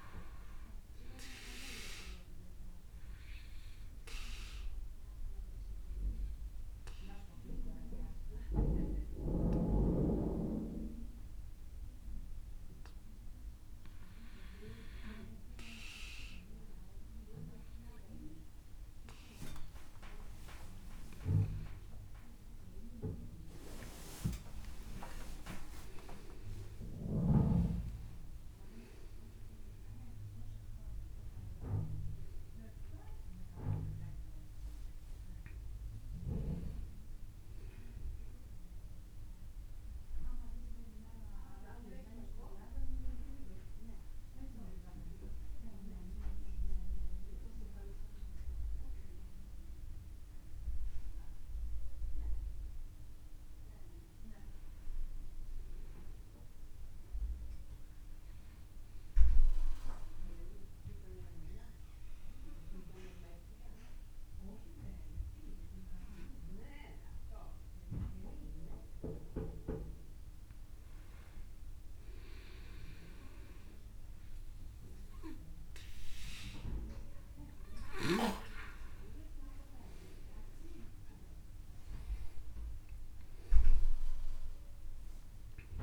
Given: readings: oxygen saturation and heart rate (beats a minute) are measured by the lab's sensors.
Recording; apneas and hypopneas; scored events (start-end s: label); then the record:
breathing in sleep by a room microphone; 2
0.00-13.50 s: oxygen desaturation (device-marked, oxygen 94% lowest, heart rate 33 extreme)
2.00-14.50 s: obstructive apnea (oxygen 98% before, 94% lowest, heart rate 57 before, 33 extreme)
17.50-21.50 s: arousal
18.50-20.50 s: tachycardia (device-marked, heart rate 60 before, 91 extreme)
21.50-26.50 s: tachycardia (device-marked, heart rate 60 before, 115 extreme)
51.00-53.00 s: arousal
55.50-68.50 s: obstructive apnea (oxygen 98% before, 94% lowest, heart rate 42 before, 26 extreme, up 44 after)
70.50-74.00 s: arousal
80.50-85.83 s: oxygen desaturation (device-marked, oxygen 98% before, 94% lowest, heart rate 54 before, 26 extreme)
From the record:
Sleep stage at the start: N2 (light sleep); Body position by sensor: on the back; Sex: male